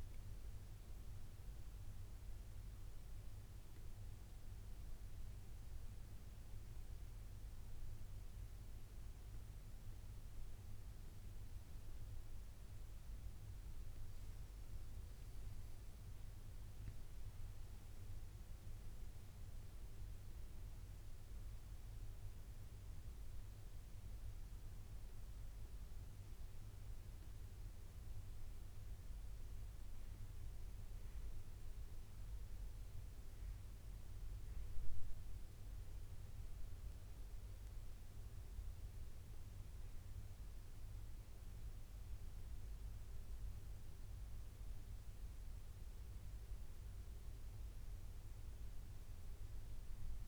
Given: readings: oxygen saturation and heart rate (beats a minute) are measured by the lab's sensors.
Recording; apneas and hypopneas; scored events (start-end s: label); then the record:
breathing in sleep, hard to hear, by a room microphone; none
none scored
From the record:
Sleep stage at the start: N1 (lightest sleep); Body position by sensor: on the back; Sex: male